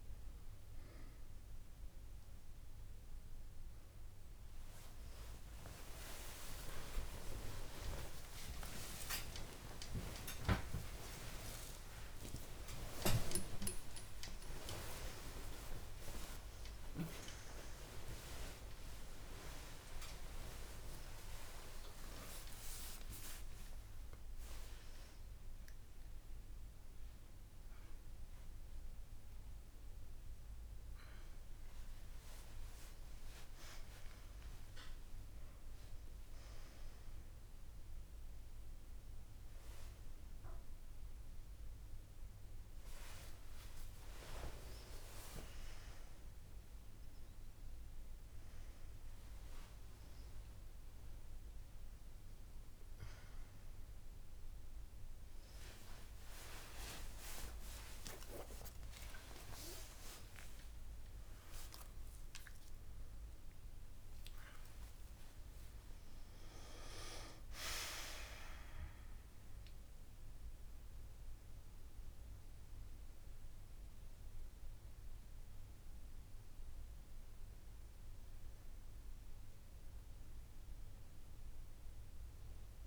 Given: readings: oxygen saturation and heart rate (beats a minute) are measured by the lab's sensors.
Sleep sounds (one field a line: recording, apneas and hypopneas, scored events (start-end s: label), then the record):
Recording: a person awake in a sleep study, by a room microphone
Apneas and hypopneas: none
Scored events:
0.00-4.00 s: oxygen desaturation (device-marked, oxygen 93% lowest)
6.00-16.00 s: drop in pulse transit time (device-marked)
13.00-15.00 s: long interval between heartbeats (device-marked, heart rate 54 before, 76 extreme)
16.00-18.00 s: long interval between heartbeats (device-marked, heart rate 54 before, 68 extreme)
20.00-22.00 s: long interval between heartbeats (device-marked, heart rate 52 before, 70 extreme)
23.50-25.50 s: long interval between heartbeats (device-marked, heart rate 51 before, 58 extreme)
27.00 s: drop in pulse transit time (device-marked)
30.50-32.50 s: long interval between heartbeats (device-marked, heart rate 59 before, 35 extreme)
36.00 s: drop in pulse transit time (device-marked)
49.00-51.00 s: long interval between heartbeats (device-marked)
51.00-64.00 s: drop in pulse transit time (device-marked)
58.50-60.50 s: long interval between heartbeats (device-marked)
64.00-66.00 s: long interval between heartbeats (device-marked)
70.50-72.50 s: long interval between heartbeats (device-marked)
78.00-80.00 s: long interval between heartbeats (device-marked)
From the record:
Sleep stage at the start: awake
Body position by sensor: on the right side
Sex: female